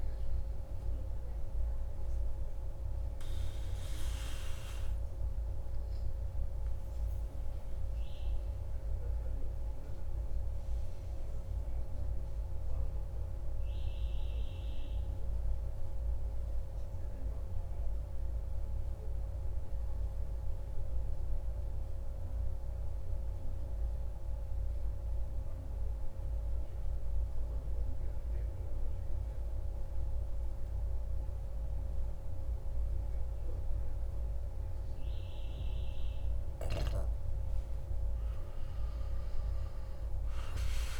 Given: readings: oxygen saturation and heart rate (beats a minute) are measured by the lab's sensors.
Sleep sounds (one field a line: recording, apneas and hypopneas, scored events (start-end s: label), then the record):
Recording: breathing in sleep, hard to hear, by a room microphone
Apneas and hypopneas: 1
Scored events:
0.00-5.00 s: oxygen desaturation (device-marked, oxygen 87% lowest)
6.50-36.50 s: mixed apnea (oxygen 97% before, 93% lowest)
38.00-41.00 s: arousal
39.00-41.00 s: oxygen desaturation (device-marked, oxygen 97% before, 93% lowest)
From the record:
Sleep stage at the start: N2 (light sleep)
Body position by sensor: on the back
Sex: male